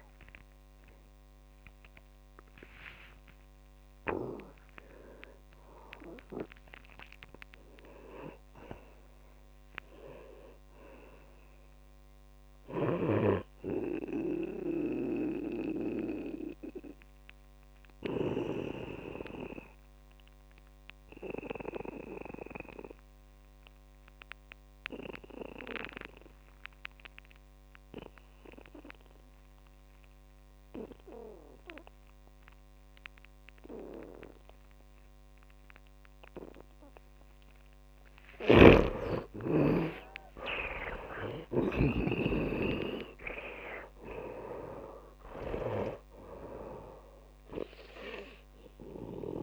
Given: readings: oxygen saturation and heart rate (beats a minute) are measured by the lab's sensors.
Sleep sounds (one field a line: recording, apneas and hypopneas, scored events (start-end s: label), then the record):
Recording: a person partly awake in a sleep study, by a microphone on the trachea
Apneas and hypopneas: 1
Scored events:
0.00-14.00 s: oxygen desaturation (device-marked, oxygen 72% lowest)
13.00-19.00 s: snoring (device-marked)
14.00-49.42 s: new sleep stage, N2 (light sleep)
16.50-37.50 s: obstructive apnea (oxygen 100% before, 79% lowest)
34.00-49.42 s: oxygen desaturation (device-marked, oxygen 99% before, 79% lowest)
38.50-46.50 s: snoring (device-marked)
39.00-44.00 s: arousal
From the record:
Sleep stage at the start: awake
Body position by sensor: on the back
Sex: male